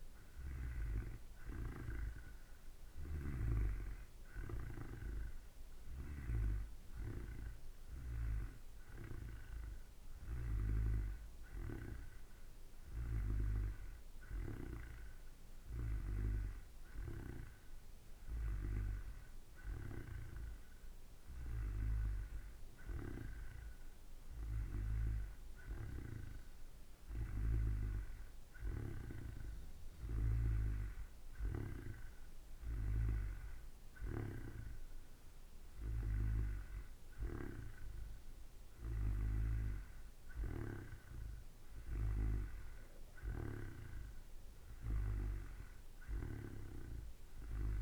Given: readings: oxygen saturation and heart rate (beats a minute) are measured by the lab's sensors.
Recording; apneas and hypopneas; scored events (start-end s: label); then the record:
breathing in sleep by a room microphone; none
none scored
From the record:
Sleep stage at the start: N2 (light sleep); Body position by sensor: on the back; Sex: male